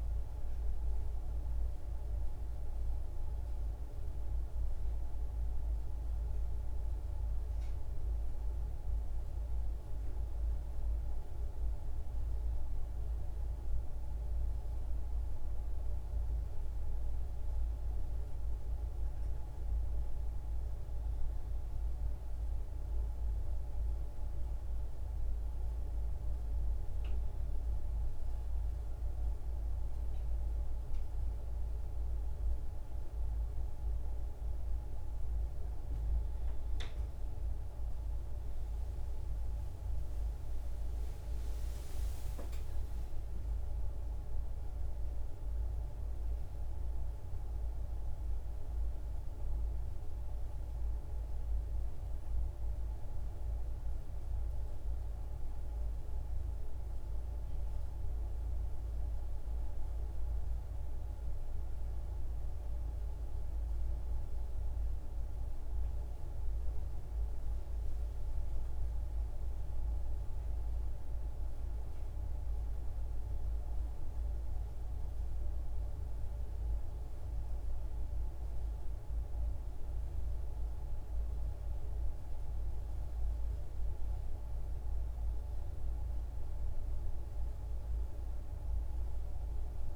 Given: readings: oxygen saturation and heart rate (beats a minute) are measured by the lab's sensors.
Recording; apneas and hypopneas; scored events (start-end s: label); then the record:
breathing in sleep, hard to hear, by a room microphone; none
none scored
From the record:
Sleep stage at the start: N2 (light sleep); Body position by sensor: on the back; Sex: female